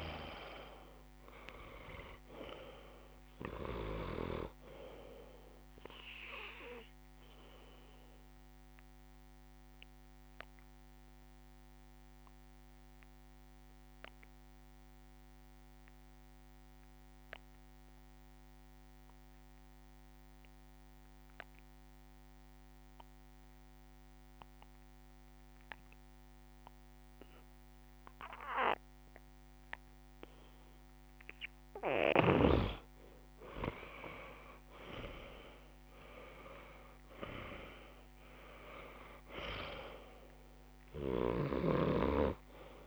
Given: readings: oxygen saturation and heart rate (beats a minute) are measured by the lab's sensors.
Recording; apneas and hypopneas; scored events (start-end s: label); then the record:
breathing in sleep by a microphone on the trachea; 1
0.00-1.00 s: arousal
2.00-21.00 s: oxygen desaturation (device-marked, oxygen 98% before, 90% lowest)
8.50-30.50 s: obstructive apnea (oxygen 98% before, 87% lowest)
32.00-42.87 s: oxygen desaturation (device-marked, oxygen 99% before, 87% lowest)
34.50-38.00 s: arousal
From the record:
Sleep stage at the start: N2 (light sleep); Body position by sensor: on the back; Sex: male